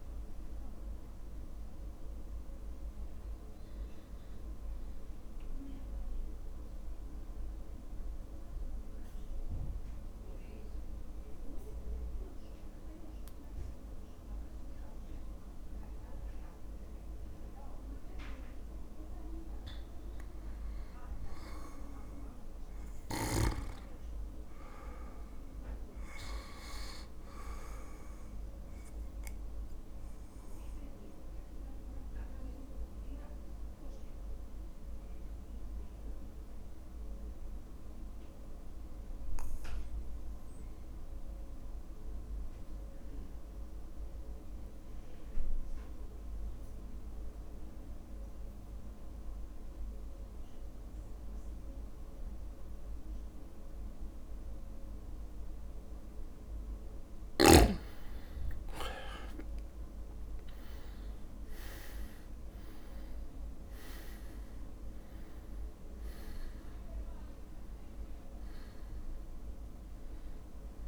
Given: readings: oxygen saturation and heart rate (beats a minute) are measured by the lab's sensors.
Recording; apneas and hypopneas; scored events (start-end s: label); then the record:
breathing in sleep by a room microphone; 2
0.00-12.00 s: oxygen desaturation (device-marked, oxygen 89% lowest, heart rate 50 extreme)
6.00-19.50 s: mixed apnea (oxygen 99% before, 90% lowest, heart rate 53 before, 50 extreme, up 0 after)
21.50-25.00 s: arousal
31.50-57.00 s: mixed apnea (oxygen 99% before, 88% lowest, heart rate 51 before, 50 extreme, up 3 after)
32.00-54.00 s: oxygen desaturation (device-marked, oxygen 99% before, 93% lowest, heart rate 51 before, 50 extreme)
59.00-62.50 s: arousal
64.00-70.88 s: drop in pulse transit time (device-marked, heart rate 52 before, 52 extreme)
65.00-70.88 s: oxygen desaturation (device-marked, oxygen 98% before, 88% lowest, heart rate 52 before, 50 extreme)
From the record:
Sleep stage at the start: N2 (light sleep); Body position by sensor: on the back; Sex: male